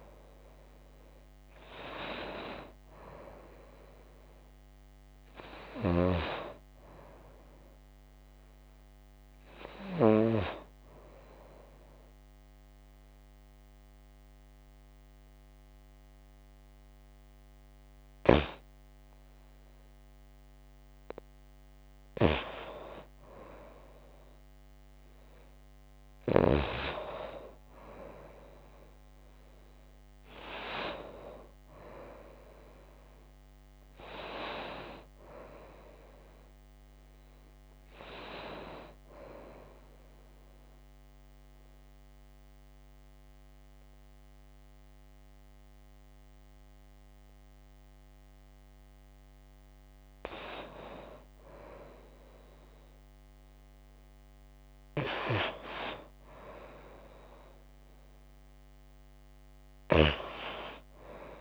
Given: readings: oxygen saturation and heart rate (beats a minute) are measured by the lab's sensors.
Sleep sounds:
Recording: breathing in sleep by a microphone on the trachea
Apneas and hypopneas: 2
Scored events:
11.50-22.00 s: obstructive apnea (oxygen 94% before, 90% lowest)
23.00-34.00 s: oxygen desaturation (device-marked, oxygen 94% before, 90% lowest)
23.50-26.50 s: arousal
39.50-50.00 s: obstructive apnea (oxygen 94% before, 91% lowest)
53.50-57.00 s: arousal
From the record:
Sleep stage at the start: N2 (light sleep)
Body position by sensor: on the right side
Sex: female

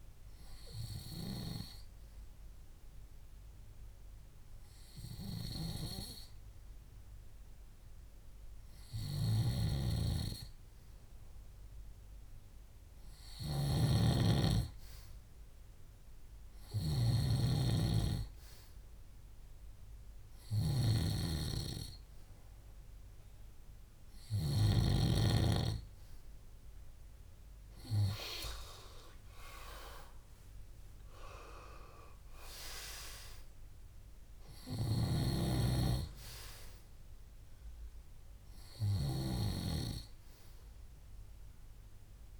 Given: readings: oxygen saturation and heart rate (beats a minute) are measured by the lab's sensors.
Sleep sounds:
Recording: breathing in sleep by a room microphone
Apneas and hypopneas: 1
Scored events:
0.00-10.50 s: oxygen desaturation (device-marked, oxygen 92% lowest, heart rate 62 extreme)
1.00-14.00 s: hypopnea (oxygen 96% before, 92% lowest, heart rate 69 before, 63 extreme, up 3 after)
13.50-18.00 s: snoring (device-marked)
18.00-21.50 s: arousal
From the record:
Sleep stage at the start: N2 (light sleep)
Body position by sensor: on the back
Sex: male

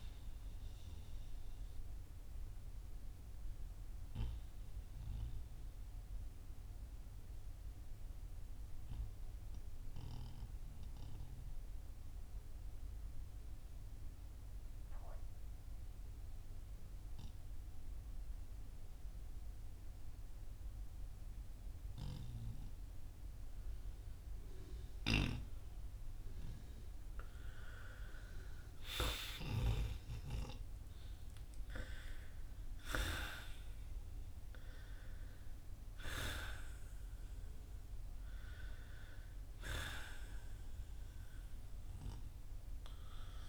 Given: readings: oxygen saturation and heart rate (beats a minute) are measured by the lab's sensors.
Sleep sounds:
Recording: breathing in sleep by a room microphone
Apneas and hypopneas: 1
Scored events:
0.50-26.50 s: obstructive apnea (oxygen 97% before, 90% lowest, heart rate 61 before, 49 extreme, up 10 after)
2.00-22.00 s: oxygen desaturation (device-marked, oxygen 96% before, 92% lowest, heart rate 61 before, 49 extreme)
28.50-33.00 s: arousal
33.00-43.49 s: oxygen desaturation (device-marked, oxygen 96% before, 92% lowest, heart rate 57 before, 50 extreme)
From the record:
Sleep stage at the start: N2 (light sleep)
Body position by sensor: on the back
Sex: male

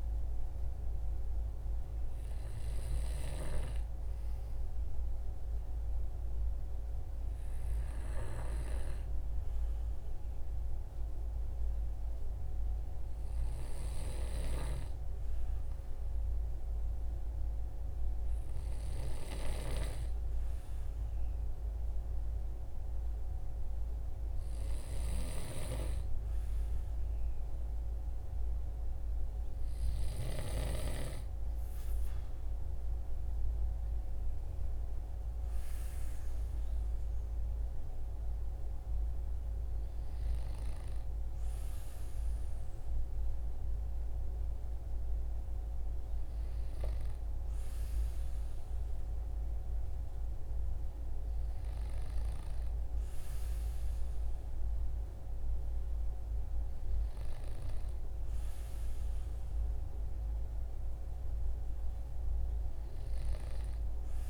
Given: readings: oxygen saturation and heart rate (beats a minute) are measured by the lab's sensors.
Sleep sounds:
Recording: breathing in sleep by a room microphone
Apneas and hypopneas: 1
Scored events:
9.00-25.50 s: hypopnea (oxygen 95% before, 93% lowest, heart rate 58 before, 57 extreme, up 6 after)
27.00-30.00 s: arousal
From the record:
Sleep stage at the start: N2 (light sleep)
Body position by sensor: on the back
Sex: male

